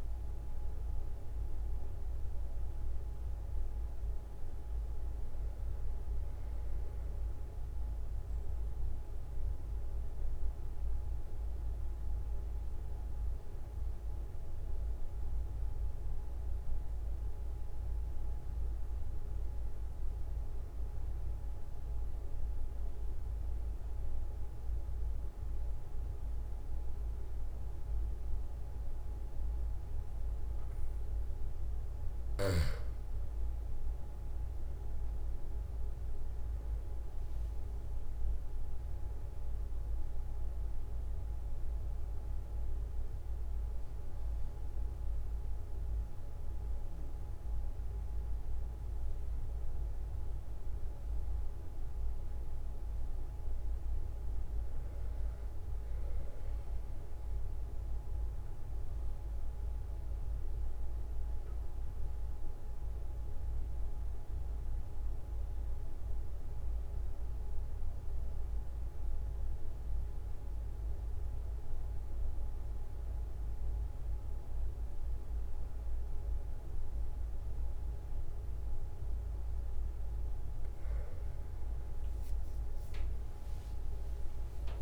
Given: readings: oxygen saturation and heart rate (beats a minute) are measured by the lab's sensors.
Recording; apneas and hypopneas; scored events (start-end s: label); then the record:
breathing in sleep, hard to hear, by a room microphone; 2
9.00-31.50 s: obstructive apnea (oxygen 96% before, 93% lowest, heart rate 46 before, 42 extreme, up 5 after)
9.00-84.82 s: new sleep stage, REM sleep
33.00-37.50 s: arousal
57.00-80.00 s: obstructive apnea (oxygen 97% before, 93% lowest, heart rate 47 before, 42 extreme, up 55 after)
81.50-84.82 s: arousal
From the record:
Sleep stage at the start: N2 (light sleep); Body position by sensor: on the back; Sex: male